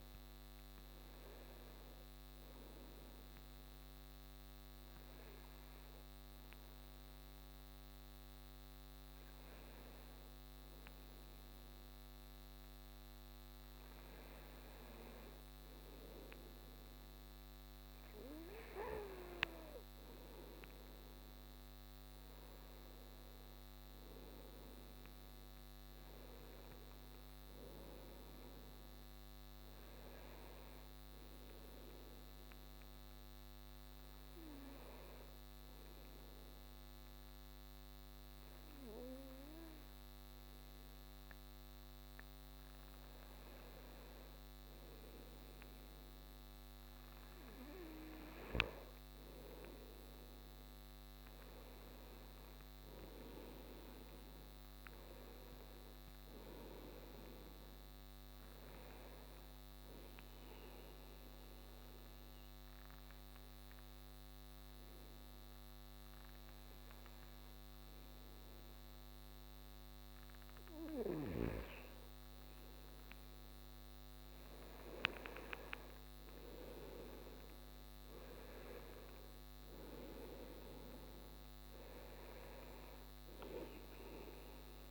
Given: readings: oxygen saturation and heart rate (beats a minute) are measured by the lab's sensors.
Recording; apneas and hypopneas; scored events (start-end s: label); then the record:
breathing in sleep by a microphone on the trachea; 3
1.50-14.50 s: hypopnea (oxygen 96% before, 91% lowest)
18.00-22.00 s: arousal
32.50-46.00 s: hypopnea (oxygen 94% before, 91% lowest)
48.00-53.00 s: arousal
60.00-70.00 s: obstructive apnea (oxygen 94% before, 91% lowest)
73.00-77.50 s: arousal
From the record:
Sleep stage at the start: N2 (light sleep); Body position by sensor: on the right side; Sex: male